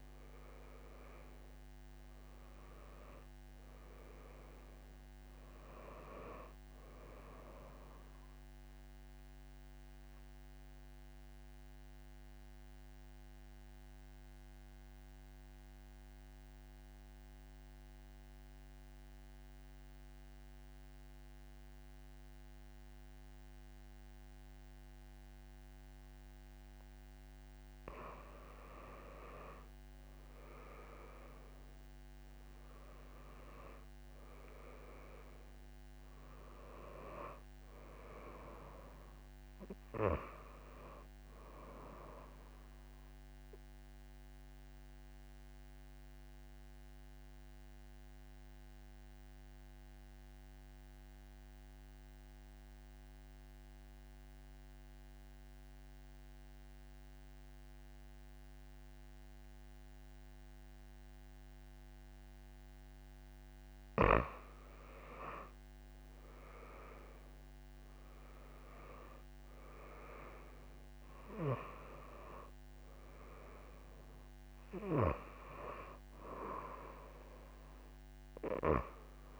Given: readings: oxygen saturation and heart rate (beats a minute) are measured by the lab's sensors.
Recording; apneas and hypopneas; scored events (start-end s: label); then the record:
breathing in sleep by a microphone on the trachea; 2
0.50-18.50 s: oxygen desaturation (device-marked, oxygen 97% before, 92% lowest)
9.00-27.50 s: obstructive apnea (oxygen 98% before, 90% lowest)
28.50-32.00 s: arousal
32.50-54.50 s: oxygen desaturation (device-marked, oxygen 97% before, 91% lowest)
42.50-63.50 s: obstructive apnea (oxygen 97% before, 90% lowest)
63.50-79.40 s: oxygen desaturation (device-marked, oxygen 98% before, 90% lowest)
65.50-68.50 s: arousal
From the record:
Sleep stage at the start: N2 (light sleep); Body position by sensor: on the back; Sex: female